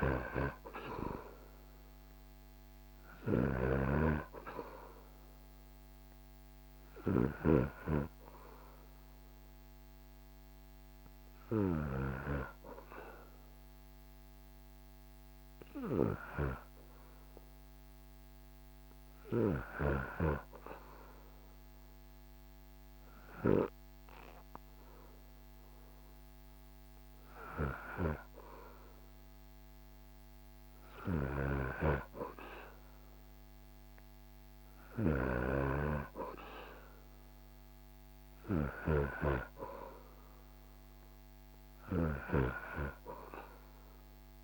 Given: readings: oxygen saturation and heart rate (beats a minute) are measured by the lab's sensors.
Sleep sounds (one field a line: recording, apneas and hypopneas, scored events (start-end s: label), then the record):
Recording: breathing in sleep by a microphone on the trachea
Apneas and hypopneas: 1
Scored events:
0.00-2.00 s: arousal
0.00-11.00 s: snoring (device-marked)
3.50-21.50 s: oxygen desaturation (device-marked, oxygen 97% before, 92% lowest, heart rate 74 before, 67 extreme)
8.50-26.00 s: hypopnea (oxygen 97% before, 92% lowest, heart rate 74 before, 69 extreme, up 6 after)
26.50-44.44 s: snoring (device-marked)
28.00-33.00 s: arousal
From the record:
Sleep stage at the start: N2 (light sleep)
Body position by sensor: on the back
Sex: male